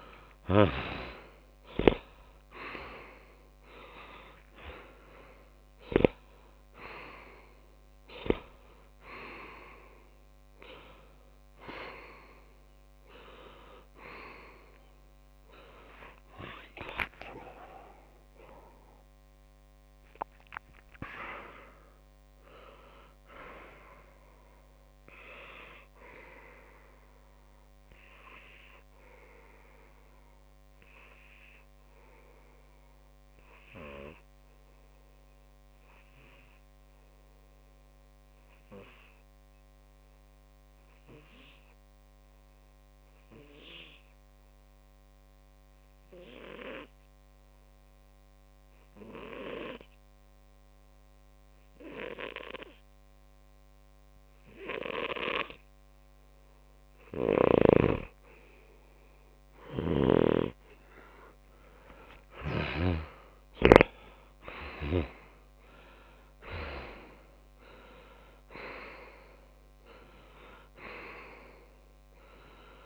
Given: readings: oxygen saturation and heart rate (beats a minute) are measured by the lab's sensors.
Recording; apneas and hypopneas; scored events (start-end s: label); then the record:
breathing in sleep by a microphone on the trachea; 1
0.00-1.50 s: arousal
0.50-2.50 s: long interval between heartbeats (device-marked)
27.00-58.00 s: obstructive apnea (oxygen 95% before, 94% lowest)
62.00-65.50 s: arousal
71.50-72.86 s: oxygen desaturation (device-marked, oxygen 97% before, 94% lowest)
From the record:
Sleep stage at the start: N2 (light sleep); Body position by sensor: on the left side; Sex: male